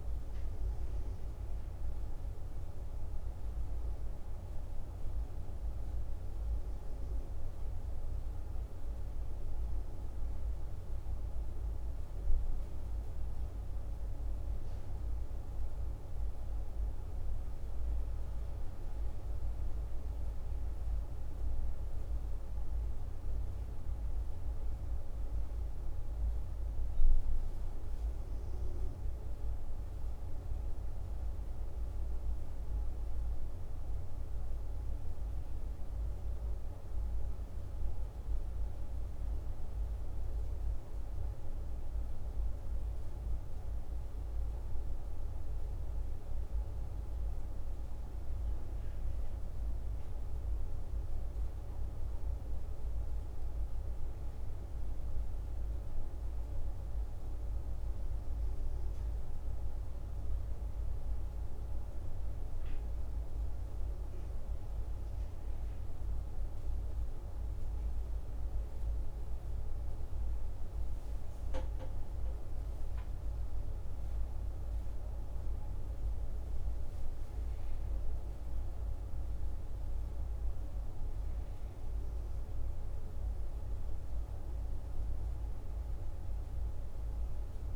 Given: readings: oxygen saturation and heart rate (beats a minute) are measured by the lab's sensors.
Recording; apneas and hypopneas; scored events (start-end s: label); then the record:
breathing in sleep, hard to hear, by a room microphone; none
none scored
From the record:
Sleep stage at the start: N1 (lightest sleep); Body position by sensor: on the back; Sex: male